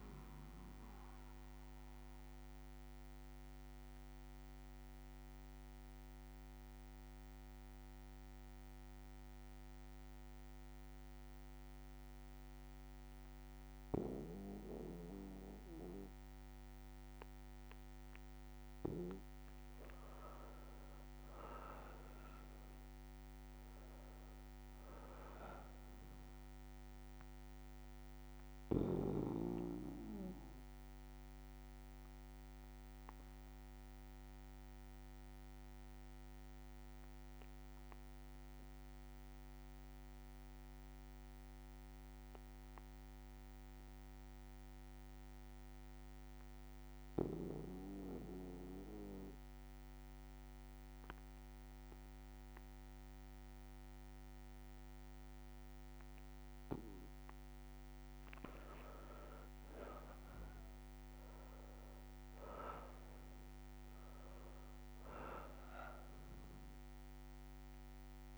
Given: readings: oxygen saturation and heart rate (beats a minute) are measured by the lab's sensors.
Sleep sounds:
breathing in sleep by a microphone on the trachea; 2
0.00-4.50 s: oxygen desaturation (device-marked, oxygen 93% lowest, heart rate 60 extreme)
1.50-18.00 s: obstructive apnea (oxygen 98% before, 90% lowest, heart rate 72 before, 60 extreme, up 23 after)
20.00-22.00 s: long interval between heartbeats (device-marked, heart rate 61 before, 78 extreme)
20.50-24.50 s: arousal
23.50-46.50 s: oxygen desaturation (device-marked, oxygen 99% before, 94% lowest, heart rate 65 before, 59 extreme)
31.50-56.00 s: obstructive apnea (oxygen 99% before, 90% lowest, heart rate 68 before, 57 extreme, up 15 after)
33.50-35.50 s: long interval between heartbeats (device-marked, heart rate 69 before, 69 extreme)
44.50-47.50 s: bradycardia (device-marked, heart rate 64 before, 60 extreme)
57.50-68.38 s: oxygen desaturation (device-marked, oxygen 99% before, 90% lowest, heart rate 61 before, 57 extreme)
59.00-63.50 s: arousal
From the record:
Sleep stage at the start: N2 (light sleep); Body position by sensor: on the back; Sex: male

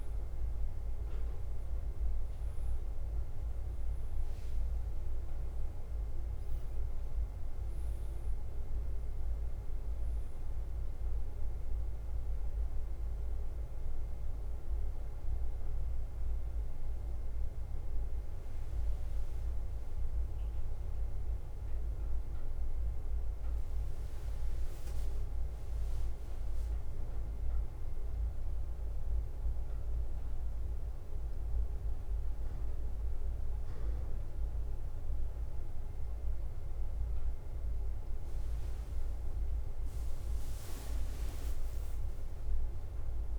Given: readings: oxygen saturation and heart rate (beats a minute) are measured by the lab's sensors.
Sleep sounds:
breathing in sleep, hard to hear, by a room microphone; 1
0.00-30.50 s: oxygen desaturation (device-marked, oxygen 95% lowest, heart rate 51 extreme)
0.00-43.39 s: bradycardia (device-marked, heart rate 46 extreme)
2.00-6.50 s: arousal
16.50-43.39 s: new sleep stage, N1 (lightest sleep)
27.50-38.00 s: hypopnea (oxygen 98% before, 95% lowest, heart rate 52 before, 50 extreme, up 3 after)
41.50-43.39 s: arousal
From the record:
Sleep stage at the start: N2 (light sleep); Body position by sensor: on the back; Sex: male

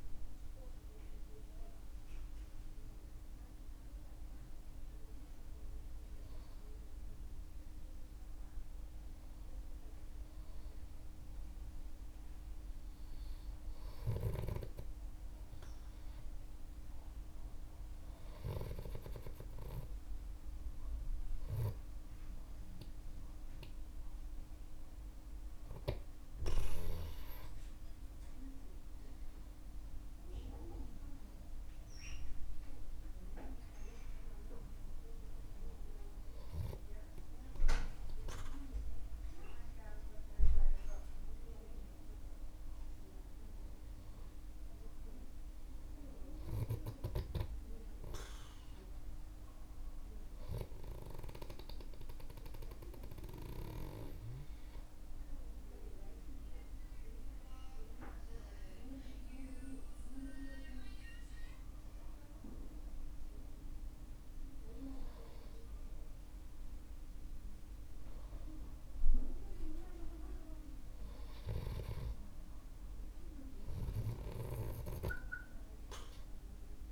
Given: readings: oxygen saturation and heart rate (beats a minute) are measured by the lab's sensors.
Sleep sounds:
a person partly awake in a sleep study, by a room microphone; 2
6.00-36.00 s: new sleep stage, N1 (lightest sleep)
23.00-33.00 s: hypopnea (oxygen 98% before, 94% lowest, heart rate 59 before, 52 extreme, up 1 after)
36.00-76.92 s: new sleep stage, N2 (light sleep)
37.00-42.00 s: arousal
51.00-62.00 s: hypopnea (oxygen 96% before, 94% lowest, heart rate 56 before, 52 extreme, up 7 after)
66.50-71.50 s: arousal
From the record:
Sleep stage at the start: awake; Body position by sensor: on the back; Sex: male

